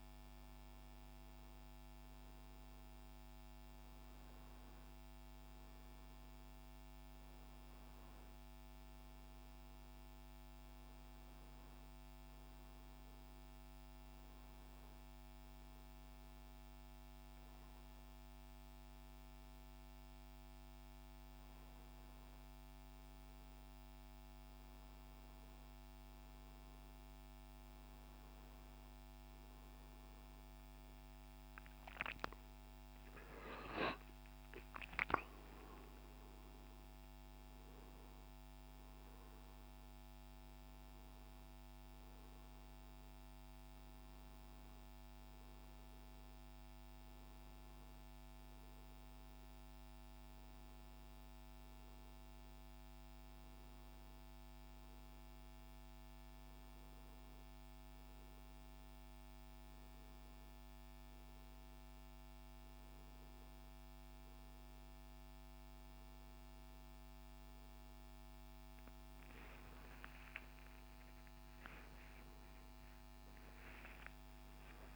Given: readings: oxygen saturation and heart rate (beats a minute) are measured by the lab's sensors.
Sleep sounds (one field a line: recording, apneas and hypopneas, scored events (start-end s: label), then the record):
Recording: breathing in sleep, hard to hear, by a microphone on the trachea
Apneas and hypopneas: 1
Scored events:
16.00-26.50 s: hypopnea (oxygen 96% before, 95% lowest, heart rate 75 before, 75 extreme, up 5 after)
31.00-36.00 s: arousal
63.00-74.96 s: new sleep stage, N1 (lightest sleep)
70.00-74.96 s: arousal
From the record:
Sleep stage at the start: N2 (light sleep)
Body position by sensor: on the back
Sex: male